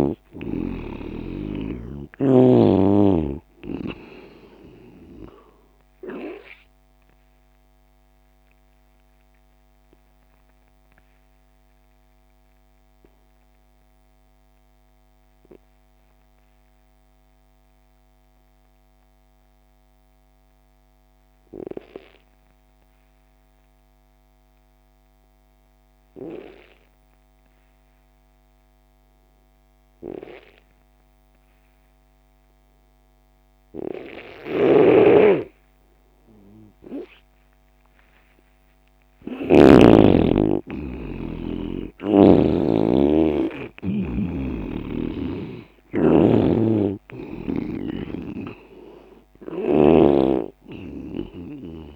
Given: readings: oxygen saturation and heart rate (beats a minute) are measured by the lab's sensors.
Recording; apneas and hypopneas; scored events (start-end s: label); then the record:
breathing in sleep by a microphone on the trachea; 1
0.00-2.00 s: snoring (device-marked)
0.00-22.50 s: oxygen desaturation (device-marked, oxygen 87% lowest)
7.00-36.50 s: obstructive apnea (oxygen 99% before, 87% lowest)
34.00-39.50 s: snoring (device-marked)
38.50-51.95 s: oxygen desaturation (device-marked, oxygen 98% before, 89% lowest)
39.50-44.00 s: arousal
44.00-47.50 s: snoring (device-marked)
49.50-51.95 s: snoring (device-marked)
From the record:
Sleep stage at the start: N2 (light sleep); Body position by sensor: on the left side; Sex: male